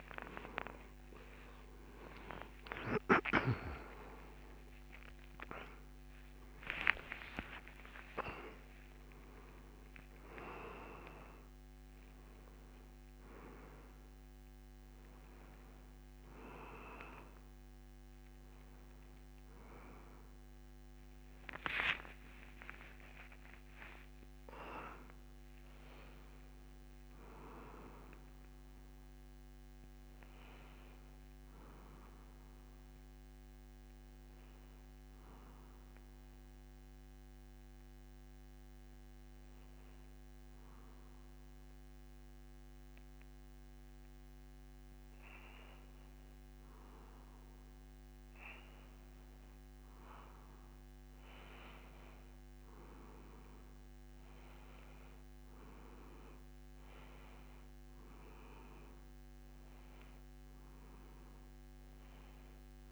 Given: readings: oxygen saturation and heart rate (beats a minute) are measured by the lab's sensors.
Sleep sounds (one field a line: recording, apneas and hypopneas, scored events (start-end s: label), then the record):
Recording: a person partly awake in a sleep study, by a microphone on the trachea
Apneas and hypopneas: 1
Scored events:
27.00-62.92 s: new sleep stage, N1 (lightest sleep)
36.00-48.00 s: hypopnea (oxygen 97% before, 92% lowest)
51.00-55.00 s: arousal
54.00-62.92 s: oxygen desaturation (device-marked, oxygen 96% before, 93% lowest)
From the record:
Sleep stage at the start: awake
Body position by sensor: on the back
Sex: male